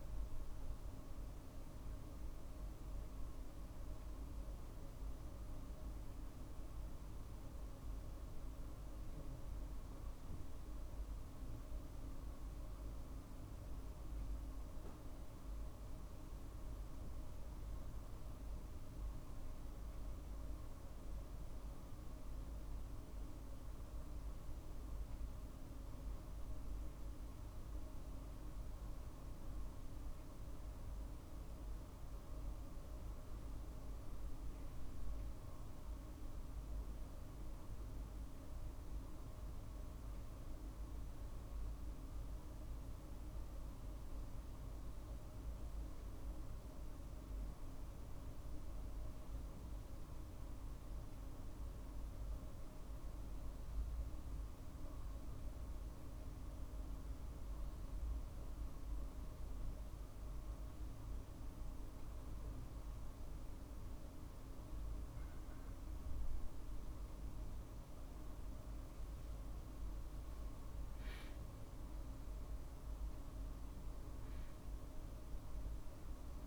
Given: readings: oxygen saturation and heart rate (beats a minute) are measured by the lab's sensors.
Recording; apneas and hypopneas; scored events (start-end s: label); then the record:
breathing in sleep, hard to hear, by a room microphone; none
19.00-30.00 s: drop in pulse transit time (device-marked, heart rate 51 before, 50 extreme)
68.00-72.50 s: arousal
From the record:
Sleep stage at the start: N2 (light sleep); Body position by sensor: on the right side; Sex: male